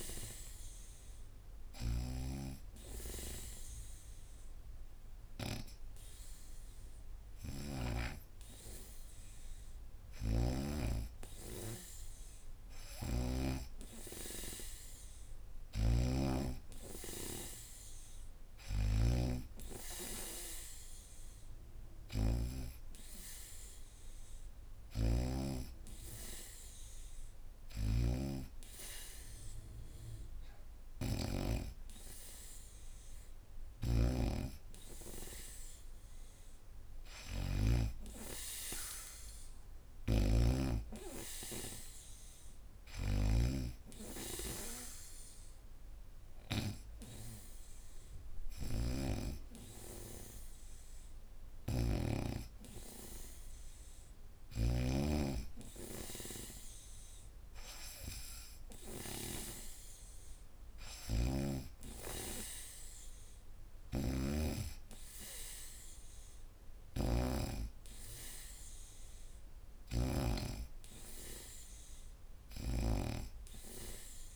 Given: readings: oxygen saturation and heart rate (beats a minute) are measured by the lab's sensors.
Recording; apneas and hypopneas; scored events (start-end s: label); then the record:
breathing in sleep by a room microphone; none
0.00-2.00 s: snoring (device-marked)
12.50-37.50 s: snoring (device-marked)
21.50-34.50 s: oxygen desaturation (device-marked, oxygen 94% before, 90% lowest, heart rate 76 before, 74 extreme)
39.50-54.50 s: snoring (device-marked)
60.50-70.00 s: snoring (device-marked)
72.00-74.36 s: snoring (device-marked)
From the record:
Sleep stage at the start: N2 (light sleep); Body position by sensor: on the back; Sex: female